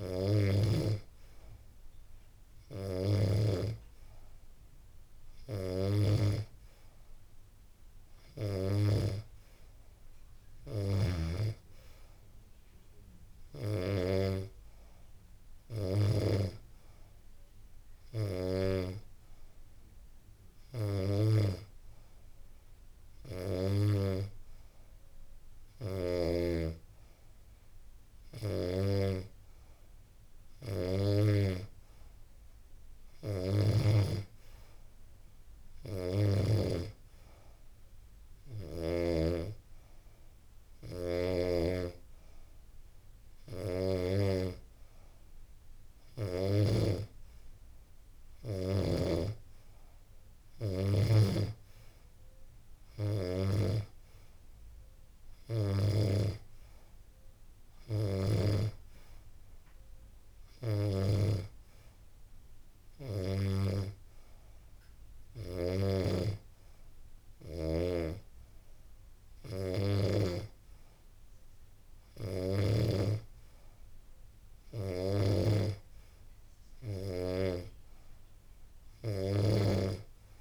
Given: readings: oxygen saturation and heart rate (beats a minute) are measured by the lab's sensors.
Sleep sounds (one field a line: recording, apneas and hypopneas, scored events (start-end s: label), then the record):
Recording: breathing in sleep by a room microphone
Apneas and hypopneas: none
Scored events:
none scored
From the record:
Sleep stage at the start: N2 (light sleep)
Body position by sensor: on the back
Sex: female